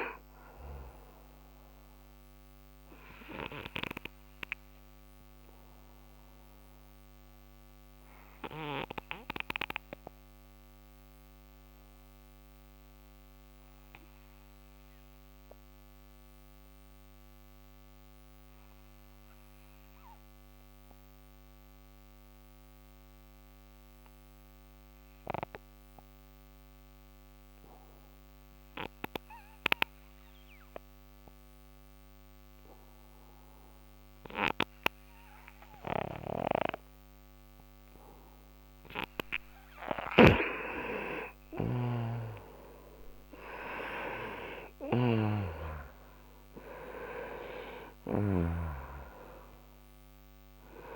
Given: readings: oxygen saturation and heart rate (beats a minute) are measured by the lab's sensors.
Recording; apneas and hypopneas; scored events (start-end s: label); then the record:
breathing in sleep by a microphone on the trachea; 1
0.00-21.00 s: oxygen desaturation (device-marked, oxygen 86% lowest, heart rate 57 extreme)
4.50-38.00 s: obstructive apnea (oxygen 97% before, 86% lowest, heart rate 81 before, 57 extreme, up 45 after)
39.50-45.00 s: snoring (device-marked)
40.00-50.96 s: oxygen desaturation (device-marked, oxygen 97% before, 90% lowest, heart rate 63 before, 57 extreme)
44.50-48.00 s: arousal
From the record:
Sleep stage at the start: N2 (light sleep); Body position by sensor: on the right side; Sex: male